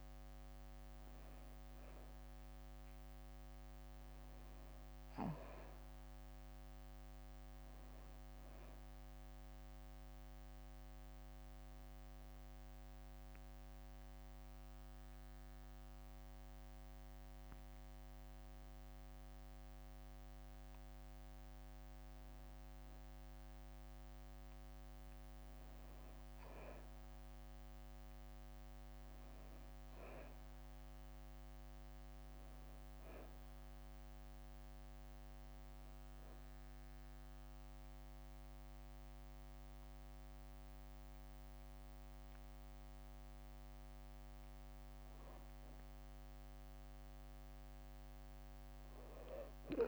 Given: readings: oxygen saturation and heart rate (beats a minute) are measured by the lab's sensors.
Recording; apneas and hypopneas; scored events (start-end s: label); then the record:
breathing in sleep, hard to hear, by a microphone on the trachea; 2
0.00-3.00 s: arousal
4.00-16.00 s: oxygen desaturation (device-marked, oxygen 97% before, 94% lowest, heart rate 63 before, 63 extreme)
10.00-21.00 s: hypopnea (oxygen 97% before, 93% lowest, heart rate 64 before, 63 extreme, up 2 after)
23.50-27.00 s: arousal
31.00-44.00 s: oxygen desaturation (device-marked, oxygen 97% before, 93% lowest, heart rate 64 before, 65 extreme)
35.00-45.00 s: obstructive apnea (oxygen 97% before, 93% lowest, heart rate 64 before, 65 extreme, up 1 after)
48.50-49.87 s: arousal
From the record:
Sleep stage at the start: N2 (light sleep); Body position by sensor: on the back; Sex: female